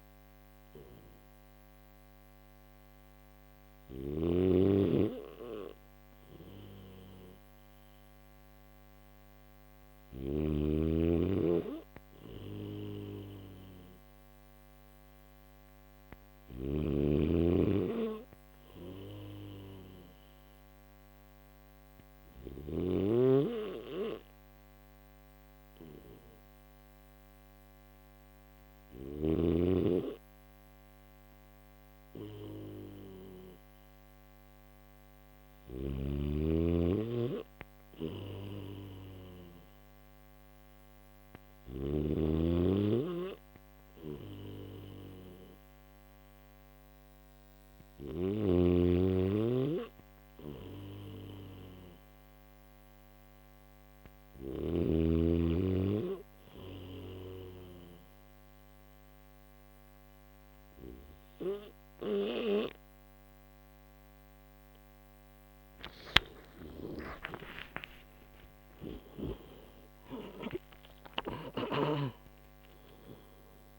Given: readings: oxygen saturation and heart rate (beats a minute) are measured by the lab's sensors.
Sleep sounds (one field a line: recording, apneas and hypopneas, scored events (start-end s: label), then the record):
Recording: breathing in sleep by a microphone on the trachea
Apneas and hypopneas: none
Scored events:
0.00-3.50 s: snoring (device-marked)
9.50-22.00 s: snoring (device-marked)
35.00-41.50 s: snoring (device-marked)
47.50-54.00 s: snoring (device-marked)
66.00-71.50 s: snoring (device-marked)
From the record:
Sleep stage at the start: N1 (lightest sleep)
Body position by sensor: on the back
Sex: male